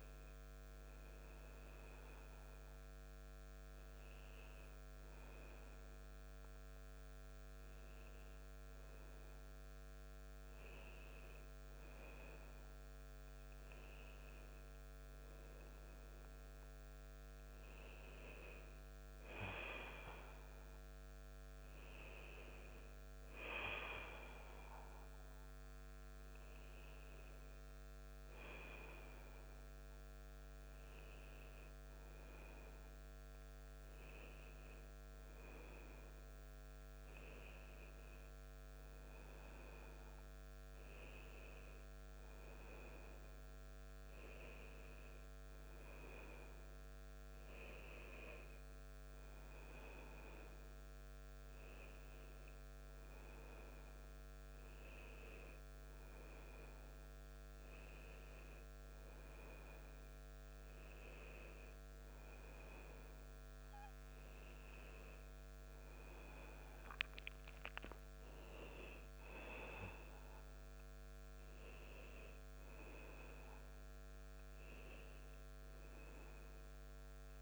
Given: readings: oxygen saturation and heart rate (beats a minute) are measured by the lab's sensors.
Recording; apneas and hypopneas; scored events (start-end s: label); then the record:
a person awake in a sleep study, by a microphone on the trachea; none
none scored
From the record:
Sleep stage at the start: awake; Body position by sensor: on the back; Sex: male